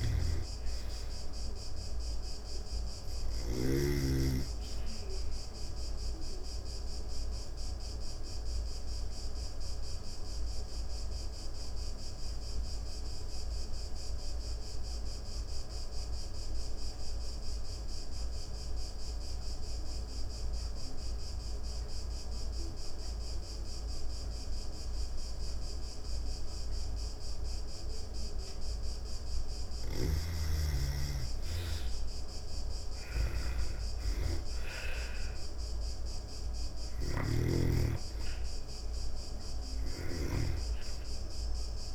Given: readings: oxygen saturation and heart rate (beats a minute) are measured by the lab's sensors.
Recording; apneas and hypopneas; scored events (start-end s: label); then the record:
breathing in sleep by a room microphone; 1
0.00-3.00 s: snoring (device-marked)
0.00-20.00 s: oxygen desaturation (device-marked, oxygen 89% lowest)
7.50-27.50 s: obstructive apnea (oxygen 99% before, 84% lowest)
30.50-34.50 s: arousal
31.00-41.95 s: oxygen desaturation (device-marked, oxygen 97% before, 84% lowest)
From the record:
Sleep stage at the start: N2 (light sleep); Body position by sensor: on the back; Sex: female